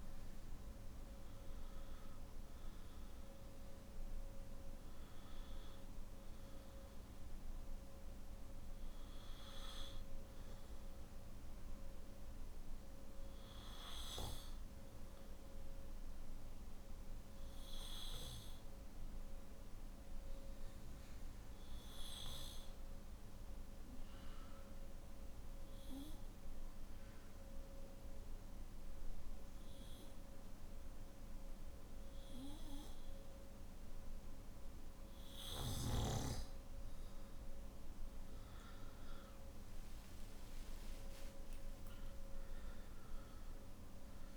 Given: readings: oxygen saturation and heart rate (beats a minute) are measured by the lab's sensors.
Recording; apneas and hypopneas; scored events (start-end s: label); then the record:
breathing in sleep by a room microphone; 1
22.50-35.50 s: obstructive apnea (oxygen 97% before, 92% lowest, heart rate 54 before, 51 extreme, up 16 after)
38.00-44.37 s: oxygen desaturation (device-marked, oxygen 98% before, 92% lowest, heart rate 54 before, 51 extreme)
From the record:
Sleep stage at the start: N2 (light sleep); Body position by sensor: on the back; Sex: male